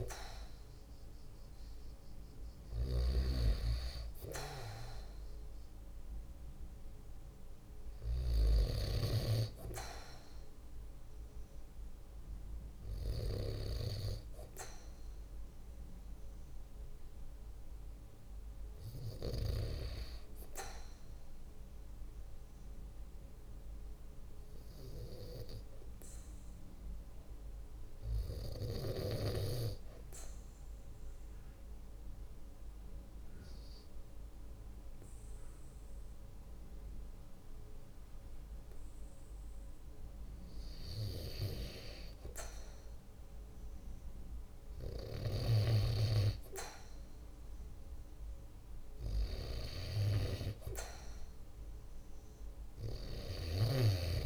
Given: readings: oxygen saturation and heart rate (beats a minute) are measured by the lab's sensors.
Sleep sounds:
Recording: breathing in sleep by a room microphone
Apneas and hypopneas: 1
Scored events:
0.00-3.00 s: snoring (device-marked)
1.50-13.50 s: oxygen desaturation (device-marked, oxygen 96% before, 93% lowest, heart rate 49 before, 46 extreme)
20.00-24.00 s: arousal
29.00-40.00 s: obstructive apnea (oxygen 96% before, 94% lowest, heart rate 49 before, 46 extreme, up 4 after)
42.00-46.50 s: arousal
From the record:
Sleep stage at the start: REM sleep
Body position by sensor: on the right side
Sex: male

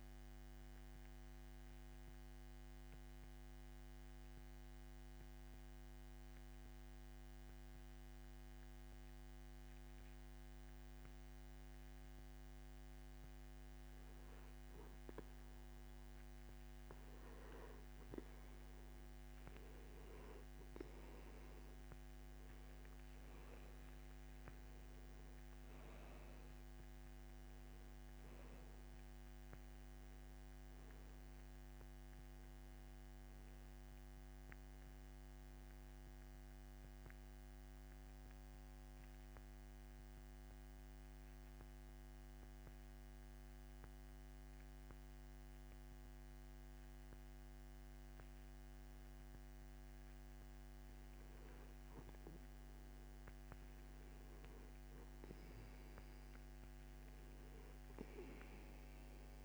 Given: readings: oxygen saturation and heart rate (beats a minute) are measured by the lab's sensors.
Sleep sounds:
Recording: breathing in sleep, hard to hear, by a microphone on the trachea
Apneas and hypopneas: 2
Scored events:
0.00-3.50 s: oxygen desaturation (device-marked, oxygen 90% lowest)
0.50-13.50 s: mixed apnea (oxygen 94% before, 90% lowest)
16.50-20.50 s: arousal
24.50-47.50 s: oxygen desaturation (device-marked, oxygen 96% before, 91% lowest)
39.00-50.00 s: obstructive apnea (oxygen 96% before, 91% lowest)
51.00-55.00 s: arousal
From the record:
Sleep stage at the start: N2 (light sleep)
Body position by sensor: on the back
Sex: male

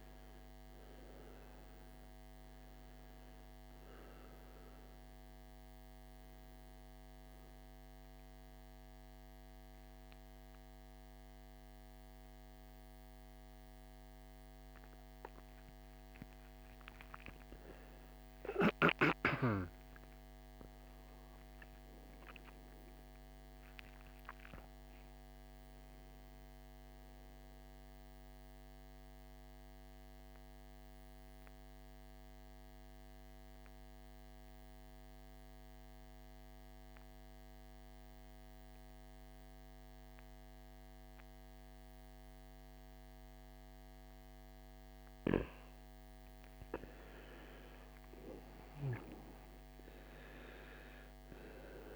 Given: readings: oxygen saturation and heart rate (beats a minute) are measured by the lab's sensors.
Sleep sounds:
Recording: breathing in sleep by a microphone on the trachea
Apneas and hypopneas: 2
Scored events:
3.00-19.00 s: oxygen desaturation (device-marked, oxygen 97% before, 92% lowest, heart rate 57 before, 54 extreme)
6.50-16.50 s: obstructive apnea (oxygen 97% before, 87% lowest, heart rate 59 before, 54 extreme, up 15 after)
19.00-23.00 s: arousal
27.50-44.50 s: mixed apnea (oxygen 97% before, 86% lowest, heart rate 65 before, 54 extreme, up 17 after)
46.50-50.50 s: arousal
49.00-51.96 s: oxygen desaturation (device-marked, oxygen 97% before, 87% lowest, heart rate 59 before, 55 extreme)
From the record:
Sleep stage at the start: N2 (light sleep)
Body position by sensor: on the right side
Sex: male

